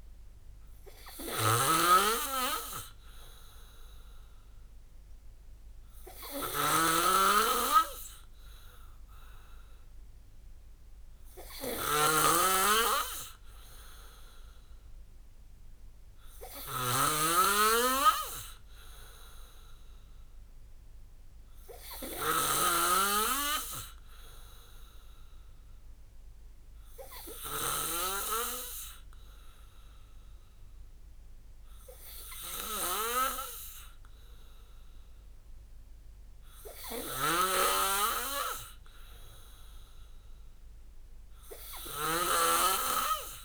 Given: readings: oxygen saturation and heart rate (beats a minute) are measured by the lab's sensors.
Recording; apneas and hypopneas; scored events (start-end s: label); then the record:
breathing in sleep by a room microphone; none
0.00-43.45 s: snoring (device-marked)
26.50-29.50 s: oxygen desaturation (device-marked, oxygen 95% before, 92% lowest)
From the record:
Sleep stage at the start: N2 (light sleep); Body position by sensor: on the back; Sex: male